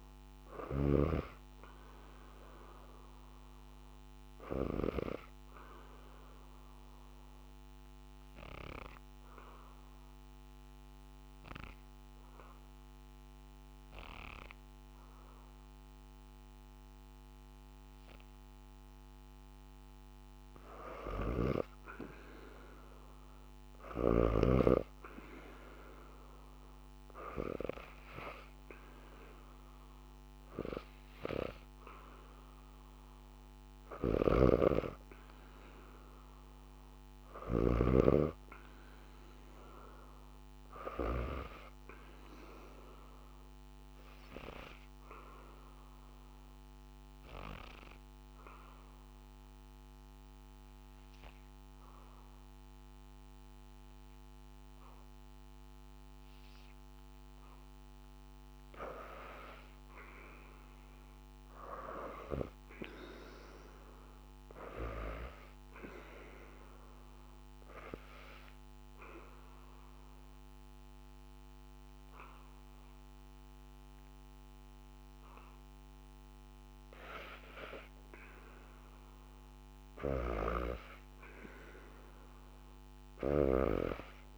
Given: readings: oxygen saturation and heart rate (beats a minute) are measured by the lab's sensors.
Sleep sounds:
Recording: breathing in sleep by a microphone on the trachea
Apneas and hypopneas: 3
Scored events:
0.00-1.50 s: oxygen desaturation (device-marked, oxygen 87% lowest, heart rate 73 extreme)
0.00-4.50 s: snoring (device-marked)
5.00-20.00 s: obstructive apnea (oxygen 100% before, 83% lowest, heart rate 85 before, 73 extreme)
20.50-24.00 s: snoring (device-marked)
21.50-45.50 s: oxygen desaturation (device-marked, oxygen 99% before, 83% lowest, heart rate 80 before, 71 extreme)
22.00-26.00 s: arousal
33.50-37.50 s: snoring (device-marked)
42.00-58.00 s: obstructive apnea (oxygen 99% before, 83% lowest, heart rate 75 before, 71 extreme)
60.00-62.50 s: arousal
65.50-75.50 s: obstructive apnea (oxygen 97% before, 88% lowest, heart rate 74 before, 75 extreme, up 5 after)
78.50-81.00 s: arousal
79.50-83.00 s: snoring (device-marked)
80.50-84.38 s: oxygen desaturation (device-marked, oxygen 95% before, 88% lowest, heart rate 75 before, 78 extreme)
From the record:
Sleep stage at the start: N2 (light sleep)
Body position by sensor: on the back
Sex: female

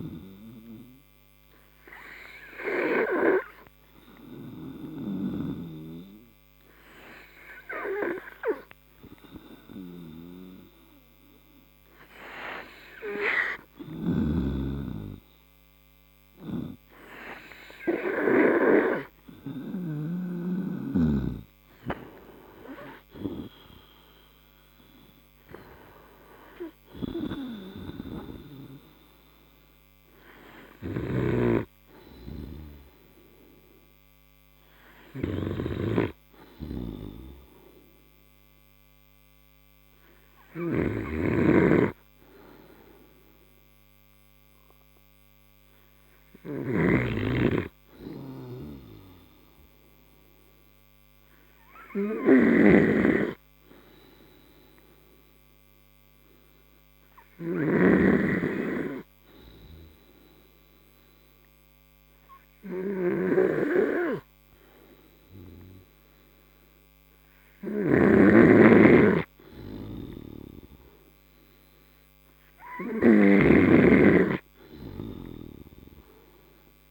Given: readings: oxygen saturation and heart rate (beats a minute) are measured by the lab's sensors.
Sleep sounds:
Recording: breathing in sleep by a microphone on the trachea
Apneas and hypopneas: 1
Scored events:
59.00-72.50 s: hypopnea (oxygen 96% before, 92% lowest)
68.00-76.91 s: snoring (device-marked)
75.50-76.91 s: arousal
From the record:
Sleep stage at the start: N3 (deep sleep)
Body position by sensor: on the right side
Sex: male

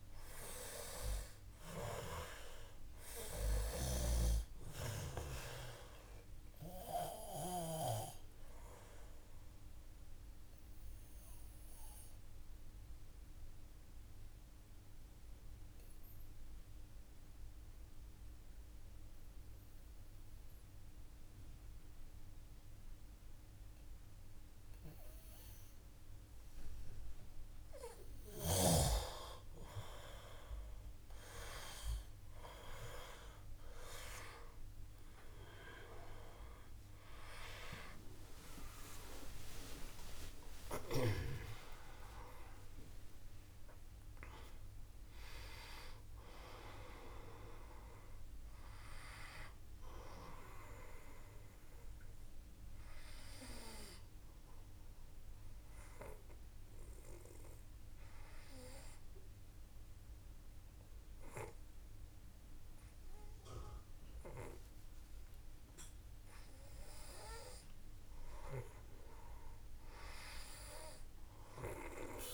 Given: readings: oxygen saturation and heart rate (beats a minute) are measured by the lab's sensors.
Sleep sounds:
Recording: breathing in sleep by a room microphone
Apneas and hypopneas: 2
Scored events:
0.00-1.00 s: arousal
5.50-25.50 s: oxygen desaturation (device-marked, oxygen 97% before, 92% lowest, heart rate 55 before, 49 extreme)
6.00-27.00 s: obstructive apnea (oxygen 97% before, 92% lowest, heart rate 55 before, 49 extreme, up 5 after)
36.50-41.50 s: arousal
49.50-64.50 s: obstructive apnea (oxygen 96% before, 91% lowest, heart rate 65 before, 53 extreme, up 1 after)
From the record:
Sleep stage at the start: N2 (light sleep)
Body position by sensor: on the back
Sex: male

